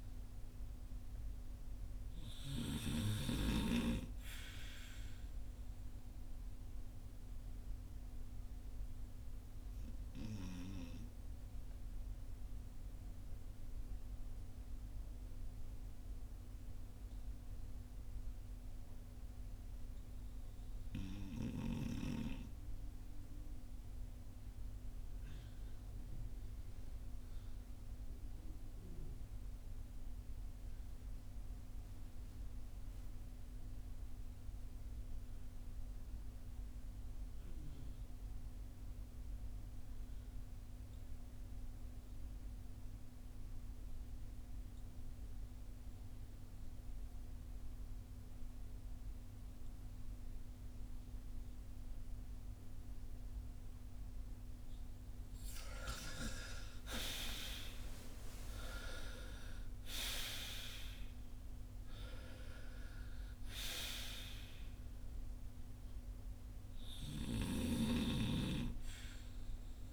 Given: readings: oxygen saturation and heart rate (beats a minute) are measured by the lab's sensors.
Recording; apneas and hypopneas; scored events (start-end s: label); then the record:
breathing in sleep by a room microphone; 1
0.00-30.50 s: oxygen desaturation (device-marked, oxygen 70% lowest, heart rate 46 extreme)
6.00-54.00 s: obstructive apnea (oxygen 91% before, 70% lowest, heart rate 65 before, 51 extreme, up 11 after)
35.50-69.93 s: oxygen desaturation (device-marked, oxygen 97% before, 73% lowest, heart rate 53 before, 53 extreme)
55.50-60.00 s: arousal
From the record:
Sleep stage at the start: REM sleep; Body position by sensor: on the front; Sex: male